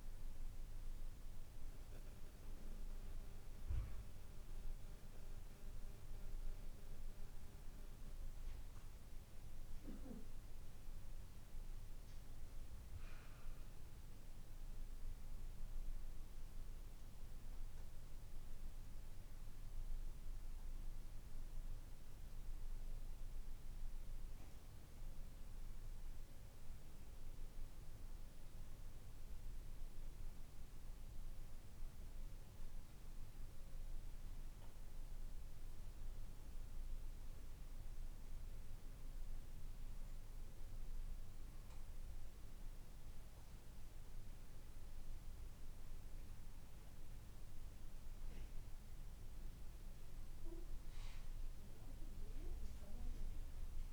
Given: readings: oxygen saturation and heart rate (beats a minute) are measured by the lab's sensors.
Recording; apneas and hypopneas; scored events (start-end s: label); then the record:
a person awake in a sleep study, hard to hear, by a room microphone; none
none scored
From the record:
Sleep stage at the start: awake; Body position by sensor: on the back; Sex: male